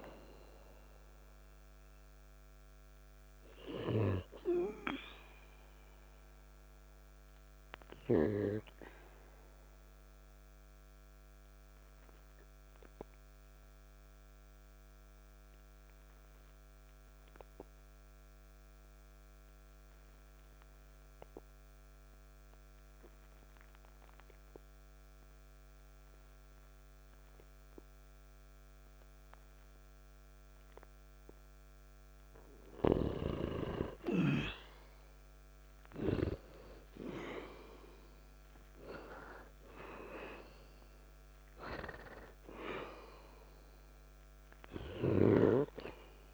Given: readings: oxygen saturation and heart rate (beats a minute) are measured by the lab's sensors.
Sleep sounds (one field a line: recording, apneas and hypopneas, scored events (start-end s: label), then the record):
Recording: breathing in sleep by a microphone on the trachea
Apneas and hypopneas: 1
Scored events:
9.00-31.50 s: obstructive apnea (oxygen 95% before, 89% lowest, heart rate 58 before, 48 extreme)
34.50-38.00 s: arousal
From the record:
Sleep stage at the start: N2 (light sleep)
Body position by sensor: on the back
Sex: male